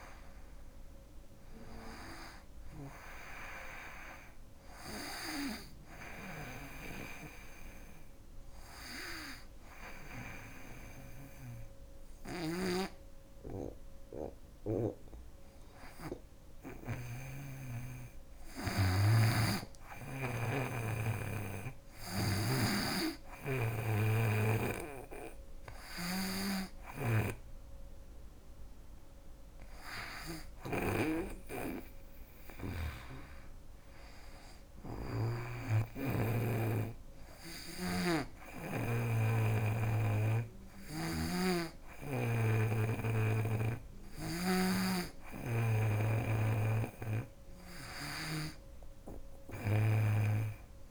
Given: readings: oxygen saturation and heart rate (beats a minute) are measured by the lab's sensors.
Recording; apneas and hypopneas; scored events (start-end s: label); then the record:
breathing in sleep by a room microphone; none
5.50-16.50 s: snoring (device-marked)
18.50-40.50 s: snoring (device-marked)
47.50-50.91 s: snoring (device-marked)
From the record:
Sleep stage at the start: N2 (light sleep); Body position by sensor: on the right side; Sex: female